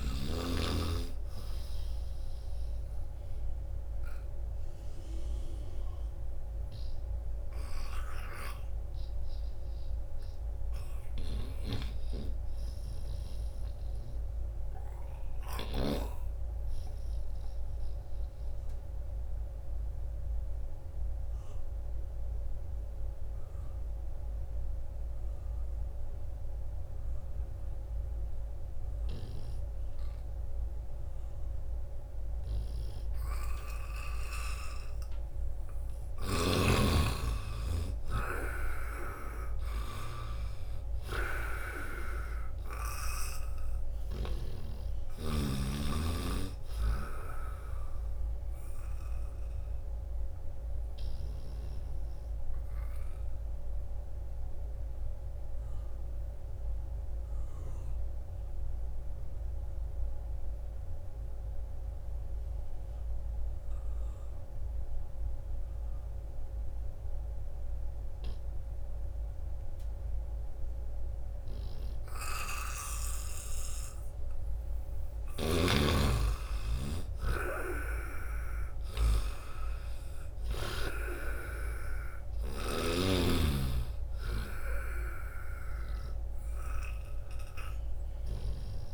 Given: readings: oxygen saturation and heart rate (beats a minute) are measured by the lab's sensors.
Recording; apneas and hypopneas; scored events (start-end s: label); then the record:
breathing in sleep by a room microphone; 2
0.00-17.00 s: oxygen desaturation (device-marked, oxygen 85% lowest, heart rate 69 extreme)
11.00-16.00 s: snoring (device-marked)
18.50-35.50 s: obstructive apnea (oxygen 91% before, 84% lowest, heart rate 84 before, 72 extreme, up 6 after)
29.00-36.50 s: snoring (device-marked)
34.00-62.00 s: oxygen desaturation (device-marked, oxygen 96% before, 84% lowest, heart rate 79 before, 71 extreme)
36.50-41.00 s: arousal
48.50-74.50 s: obstructive apnea (oxygen 97% before, 84% lowest, heart rate 76 before, 71 extreme, up 8 after)
75.00-83.00 s: snoring (device-marked)
76.00-80.00 s: arousal
77.00-88.94 s: oxygen desaturation (device-marked, oxygen 96% before, 86% lowest, heart rate 77 before, 67 extreme)
From the record:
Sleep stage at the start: N2 (light sleep); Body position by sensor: on the back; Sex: male